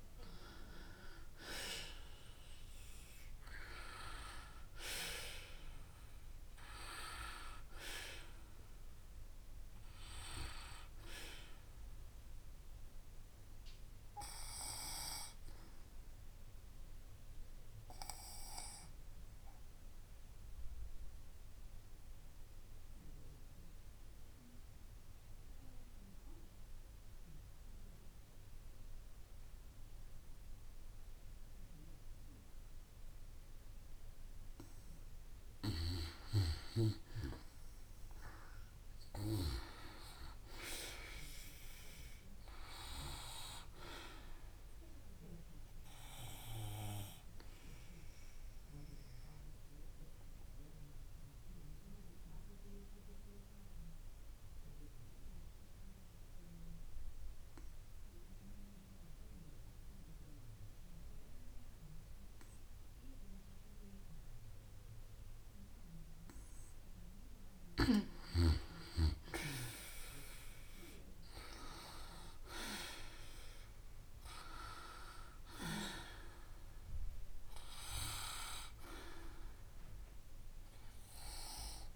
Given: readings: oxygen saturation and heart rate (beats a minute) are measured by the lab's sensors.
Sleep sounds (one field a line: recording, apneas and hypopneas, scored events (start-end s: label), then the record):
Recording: breathing in sleep by a room microphone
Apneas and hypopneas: 2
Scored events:
0.00-2.00 s: arousal
0.00-3.00 s: oxygen desaturation (device-marked, oxygen 89% lowest)
18.00-35.50 s: obstructive apnea (oxygen 96% before, 90% lowest)
33.00-49.00 s: oxygen desaturation (device-marked, oxygen 96% before, 90% lowest)
37.50-42.00 s: arousal
46.50-66.00 s: obstructive apnea (oxygen 96% before, 90% lowest)
69.50-74.00 s: arousal
76.00-81.96 s: oxygen desaturation (device-marked, oxygen 97% before, 90% lowest, heart rate 31 before, 52 extreme)
From the record:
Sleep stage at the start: N2 (light sleep)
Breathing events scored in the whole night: 317 in 4.7 hours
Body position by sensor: on the back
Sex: female